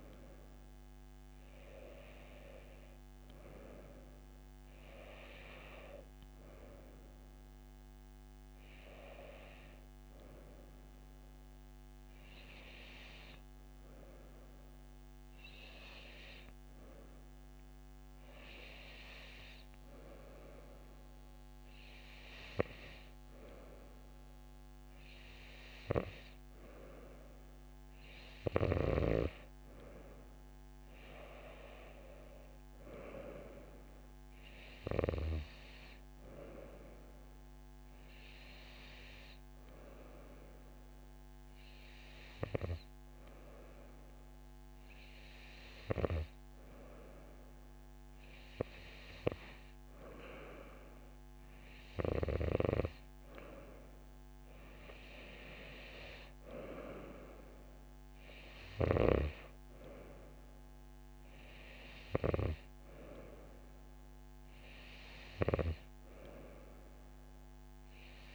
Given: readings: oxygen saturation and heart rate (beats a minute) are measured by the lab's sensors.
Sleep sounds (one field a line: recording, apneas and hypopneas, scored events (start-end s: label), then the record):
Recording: breathing in sleep by a microphone on the trachea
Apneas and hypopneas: none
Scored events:
none scored
From the record:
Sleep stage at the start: N2 (light sleep)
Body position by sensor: on the right side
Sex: female